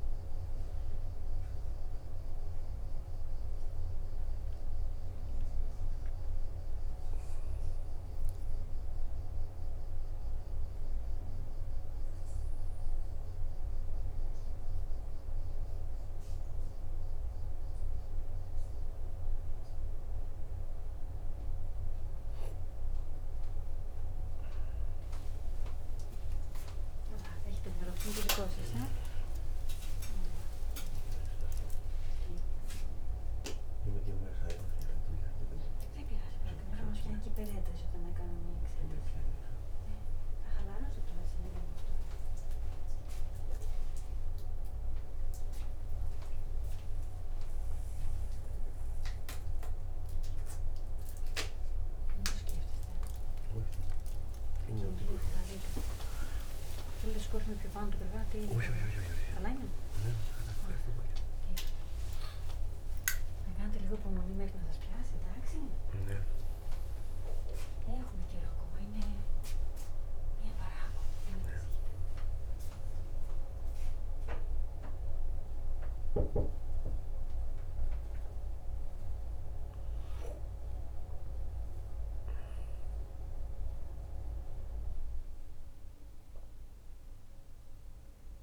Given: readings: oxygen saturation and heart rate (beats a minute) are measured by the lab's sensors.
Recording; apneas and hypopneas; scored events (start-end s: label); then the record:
a person awake in a sleep study, by a room microphone; none
none scored
From the record:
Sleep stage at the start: awake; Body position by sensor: on the right side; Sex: male